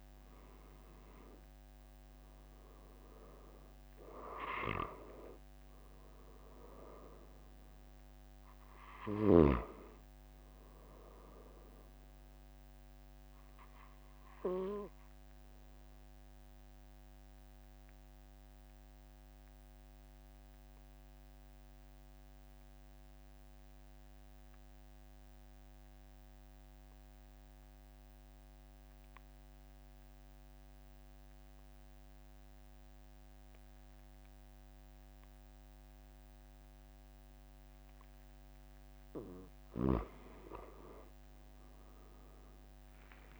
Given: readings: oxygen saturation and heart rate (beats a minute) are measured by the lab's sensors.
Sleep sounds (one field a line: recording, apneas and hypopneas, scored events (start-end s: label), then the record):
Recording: breathing in sleep by a microphone on the trachea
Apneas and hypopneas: 1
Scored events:
13.50-39.00 s: obstructive apnea (oxygen 96% before, 91% lowest, heart rate 46 before, 43 extreme, up 3 after)
41.50-43.40 s: arousal
From the record:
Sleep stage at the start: N2 (light sleep)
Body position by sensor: on the back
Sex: male